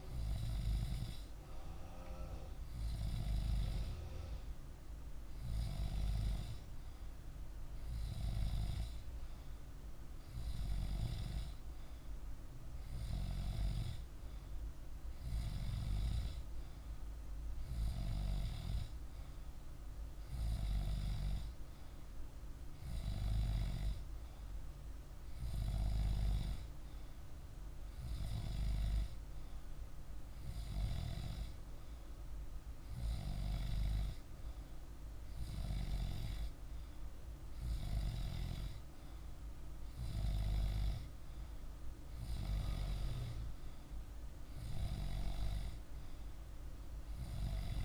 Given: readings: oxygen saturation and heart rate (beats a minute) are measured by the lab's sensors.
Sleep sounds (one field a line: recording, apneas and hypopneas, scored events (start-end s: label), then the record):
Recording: breathing in sleep by a room microphone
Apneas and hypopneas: none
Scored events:
none scored
From the record:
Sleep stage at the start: N2 (light sleep)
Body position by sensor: on the back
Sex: male